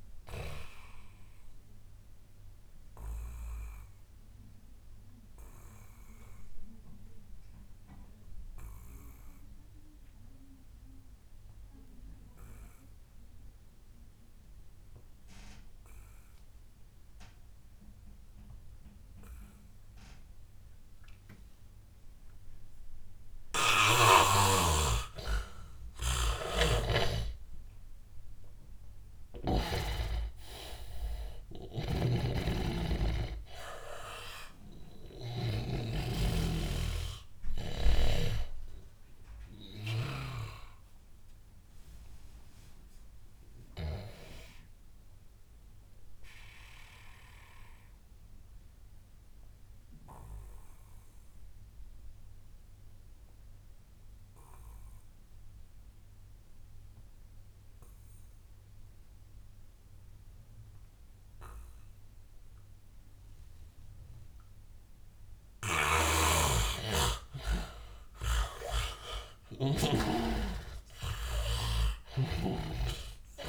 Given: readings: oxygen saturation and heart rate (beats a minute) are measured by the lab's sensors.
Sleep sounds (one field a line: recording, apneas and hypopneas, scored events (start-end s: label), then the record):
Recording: breathing in sleep by a room microphone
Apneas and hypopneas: 2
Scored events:
0.00-13.00 s: oxygen desaturation (device-marked, oxygen 80% lowest, heart rate 82 extreme)
0.50-25.00 s: obstructive apnea (oxygen 100% before, 80% lowest, heart rate 92 before, 82 extreme, up 16 after)
18.00-49.00 s: oxygen desaturation (device-marked, oxygen 100% before, 81% lowest, heart rate 91 before, 74 extreme)
26.00-30.00 s: arousal
26.50-30.00 s: snoring (device-marked)
32.00-36.00 s: snoring (device-marked)
41.00-65.50 s: obstructive apnea (oxygen 100% before, 80% lowest, heart rate 93 before, 74 extreme, up 19 after)
62.00-73.49 s: oxygen desaturation (device-marked, oxygen 99% before, 82% lowest, heart rate 86 before, 86 extreme)
66.00-70.00 s: snoring (device-marked)
68.50-72.00 s: arousal
From the record:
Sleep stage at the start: N2 (light sleep)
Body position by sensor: on the back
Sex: male